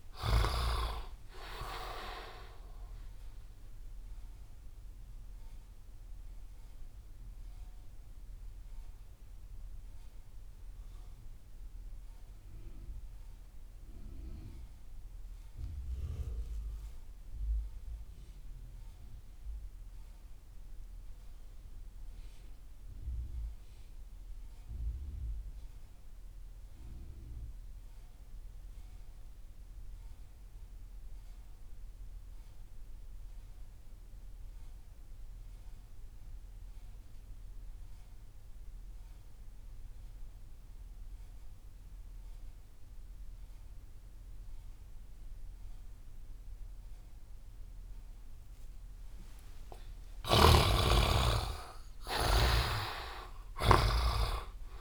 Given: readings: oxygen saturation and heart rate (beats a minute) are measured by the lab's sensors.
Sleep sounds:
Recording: breathing in sleep by a room microphone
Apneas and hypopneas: 1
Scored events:
0.00-21.50 s: oxygen desaturation (device-marked, oxygen 61% lowest)
3.50-49.50 s: mixed apnea (oxygen 95% before, 61% lowest)
33.50-54.81 s: oxygen desaturation (device-marked, oxygen 98% before, 63% lowest)
50.50-54.00 s: arousal
52.50-54.81 s: snoring (device-marked)
From the record:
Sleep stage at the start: REM sleep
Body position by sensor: on the right side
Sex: male

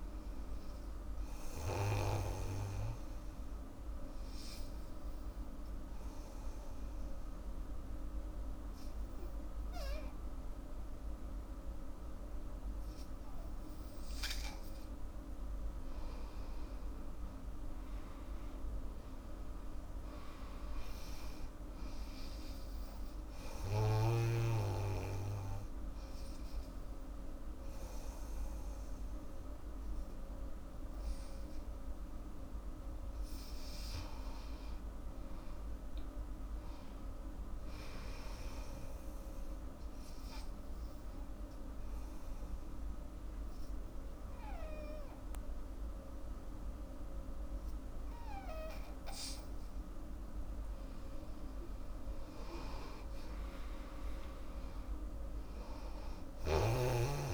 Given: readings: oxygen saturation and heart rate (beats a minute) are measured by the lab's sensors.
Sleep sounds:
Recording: breathing in sleep by a room microphone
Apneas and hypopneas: 3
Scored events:
0.00-6.50 s: oxygen desaturation (device-marked, oxygen 94% lowest, heart rate 75 extreme)
2.00-14.50 s: obstructive apnea (oxygen 99% before, 91% lowest, heart rate 77 before, 75 extreme, up 12 after)
14.50-33.50 s: oxygen desaturation (device-marked, oxygen 98% before, 91% lowest, heart rate 79 before, 73 extreme)
16.00-20.00 s: arousal
23.00-33.50 s: hypopnea (oxygen 98% before, 88% lowest, heart rate 79 before, 73 extreme, up 12 after)
34.50-37.00 s: arousal
39.00-50.00 s: obstructive apnea (oxygen 99% before, 88% lowest, heart rate 83 before, 73 extreme, up 14 after)
51.50-54.50 s: arousal
From the record:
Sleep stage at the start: N2 (light sleep)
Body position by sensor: on the back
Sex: female

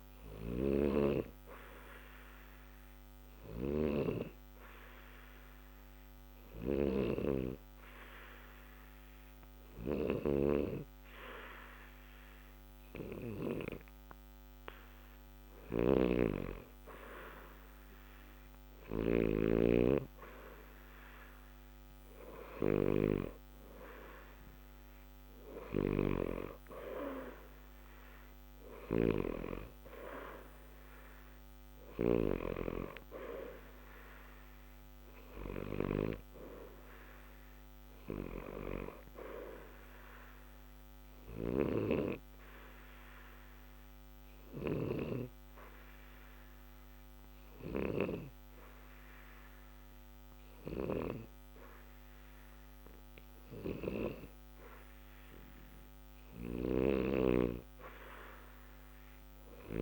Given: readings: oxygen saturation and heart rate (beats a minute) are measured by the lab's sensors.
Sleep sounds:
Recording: breathing in sleep by a microphone on the trachea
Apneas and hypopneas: 2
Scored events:
0.50-13.50 s: hypopnea (oxygen 91% before, 88% lowest, heart rate 60 before, 60 extreme, up 0 after)
15.00-19.00 s: snoring (device-marked)
16.00-20.00 s: arousal
40.00-55.00 s: obstructive apnea (oxygen 90% before, 88% lowest, heart rate 60 before, 60 extreme, up 0 after)
57.00-59.82 s: arousal
From the record:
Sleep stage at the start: N2 (light sleep)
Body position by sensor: on the back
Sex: male

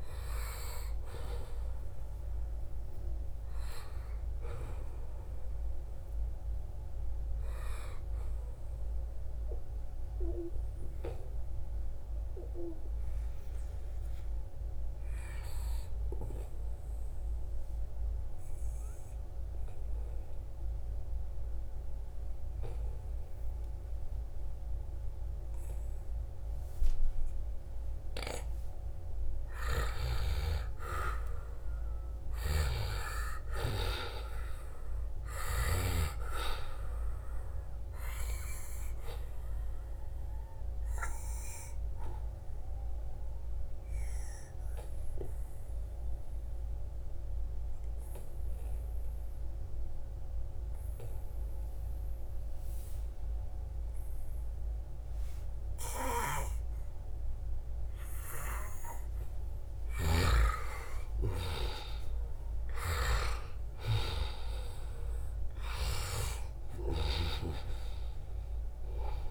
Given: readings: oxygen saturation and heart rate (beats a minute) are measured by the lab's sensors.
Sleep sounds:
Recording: breathing in sleep by a room microphone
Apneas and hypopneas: 2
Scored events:
0.00-8.50 s: oxygen desaturation (device-marked, oxygen 92% lowest, heart rate 72 extreme)
17.00-29.00 s: obstructive apnea (oxygen 96% before, 92% lowest, heart rate 79 before, 72 extreme, up 3 after)
30.50-34.50 s: arousal
32.00-35.50 s: snoring (device-marked)
35.50-48.50 s: oxygen desaturation (device-marked, oxygen 96% before, 92% lowest, heart rate 74 before, 73 extreme)
38.00-59.00 s: obstructive apnea (oxygen 97% before, 88% lowest, heart rate 73 before, 73 extreme, up 5 after)
55.50-69.31 s: new sleep stage, N1 (lightest sleep)
59.50-67.00 s: snoring (device-marked)
60.50-66.50 s: arousal
From the record:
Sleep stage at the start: N2 (light sleep)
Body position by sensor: on the right side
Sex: male

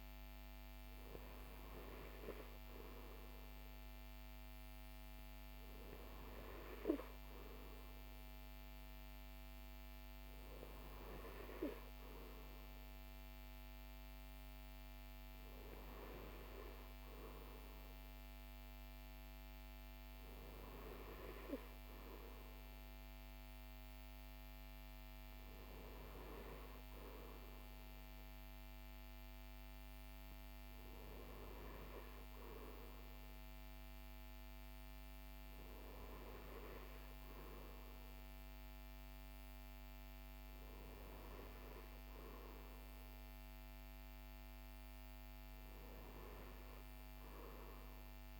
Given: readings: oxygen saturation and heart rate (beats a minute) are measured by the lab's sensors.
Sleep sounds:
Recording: breathing in sleep, hard to hear, by a microphone on the trachea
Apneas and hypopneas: none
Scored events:
none scored
From the record:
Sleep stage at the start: N2 (light sleep)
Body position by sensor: on the right side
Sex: male

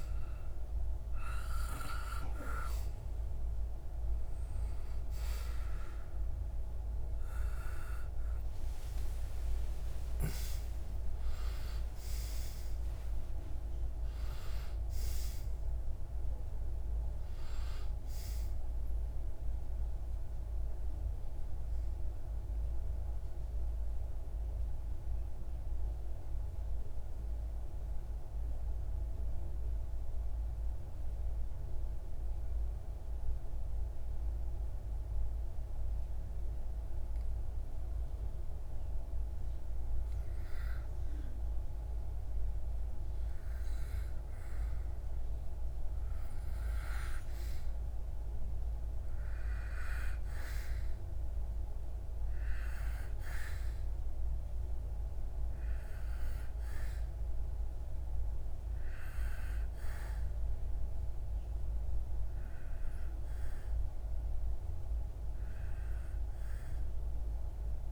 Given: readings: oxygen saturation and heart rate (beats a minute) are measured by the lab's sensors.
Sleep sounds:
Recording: breathing in sleep by a room microphone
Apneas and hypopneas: 1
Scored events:
0.00-19.00 s: oxygen desaturation (device-marked, oxygen 90% lowest)
7.00-11.50 s: arousal
23.00-41.50 s: obstructive apnea (oxygen 95% before, 92% lowest)
43.00-46.00 s: arousal
49.00-67.92 s: oxygen desaturation (device-marked, oxygen 98% before, 94% lowest)
From the record:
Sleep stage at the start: N2 (light sleep)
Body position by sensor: on the back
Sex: male

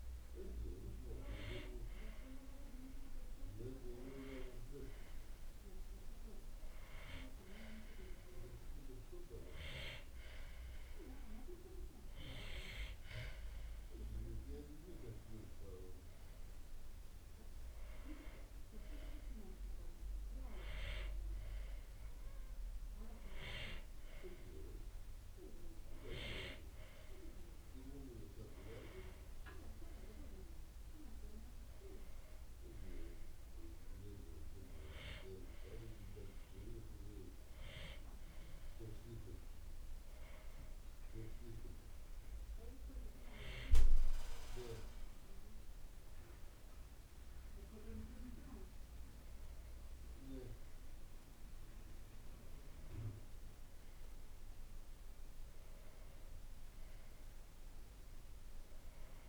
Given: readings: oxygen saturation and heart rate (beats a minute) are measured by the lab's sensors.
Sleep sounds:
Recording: breathing in sleep by a room microphone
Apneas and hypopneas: none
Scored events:
none scored
From the record:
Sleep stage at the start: N2 (light sleep)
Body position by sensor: on the right side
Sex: male

